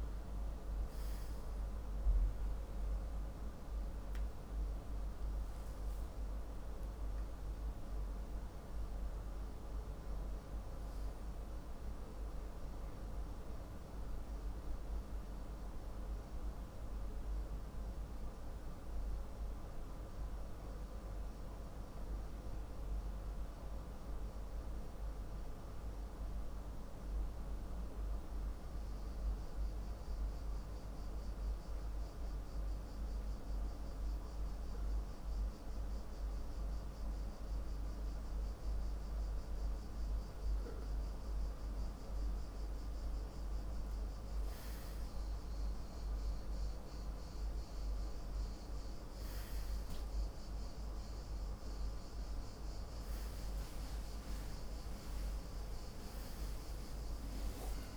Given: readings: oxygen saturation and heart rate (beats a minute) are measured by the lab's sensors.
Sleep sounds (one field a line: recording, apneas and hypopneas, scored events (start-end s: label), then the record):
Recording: breathing in sleep, hard to hear, by a room microphone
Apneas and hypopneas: 1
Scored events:
27.00-40.50 s: hypopnea (oxygen 98% before, 96% lowest, heart rate 54 before, 50 extreme, up 7 after)
42.00-45.00 s: arousal
50.00-57.97 s: new sleep stage, N1 (lightest sleep)
From the record:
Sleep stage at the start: N2 (light sleep)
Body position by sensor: on the back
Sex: male